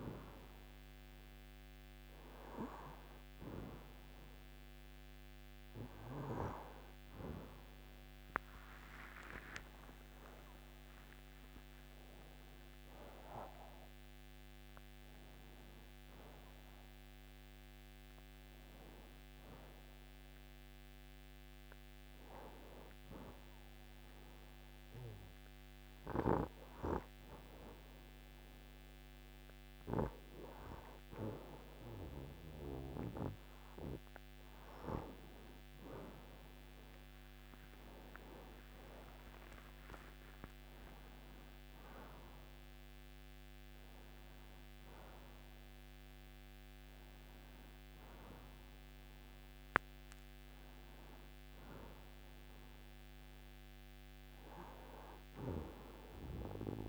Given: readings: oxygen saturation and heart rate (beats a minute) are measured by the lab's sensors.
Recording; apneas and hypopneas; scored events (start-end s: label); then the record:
breathing in sleep by a microphone on the trachea; none
5.50-10.00 s: arousal
23.50-53.50 s: oxygen desaturation (device-marked, oxygen 98% before, 88% lowest)
40.50-45.00 s: arousal
From the record:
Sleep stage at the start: N1 (lightest sleep); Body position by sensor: on the left side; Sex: male